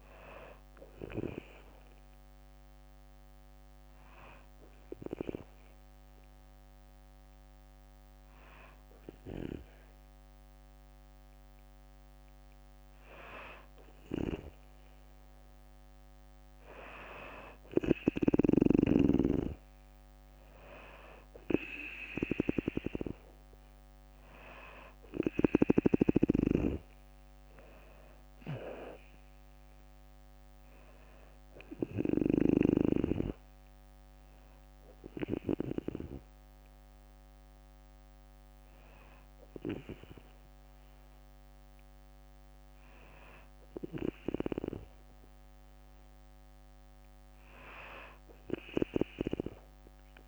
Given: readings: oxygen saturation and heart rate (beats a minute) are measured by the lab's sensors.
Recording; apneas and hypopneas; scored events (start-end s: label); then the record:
breathing in sleep by a microphone on the trachea; 2
0.00-6.50 s: drop in pulse transit time (device-marked, heart rate 61 extreme)
2.00-13.00 s: hypopnea (oxygen 97% before, 94% lowest, heart rate 64 before, 59 extreme, up 3 after)
7.50-12.50 s: bradycardia (device-marked, heart rate 64 before, 59 extreme)
22.50-31.50 s: oxygen desaturation (device-marked, oxygen 97% before, 94% lowest, heart rate 60 before, 60 extreme)
23.00-26.50 s: arousal
28.50-41.50 s: drop in pulse transit time (device-marked, heart rate 61 before, 60 extreme)
34.50-46.00 s: hypopnea (oxygen 97% before, 92% lowest, heart rate 64 before, 60 extreme, up 4 after)
From the record:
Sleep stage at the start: N2 (light sleep); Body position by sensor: on the back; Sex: female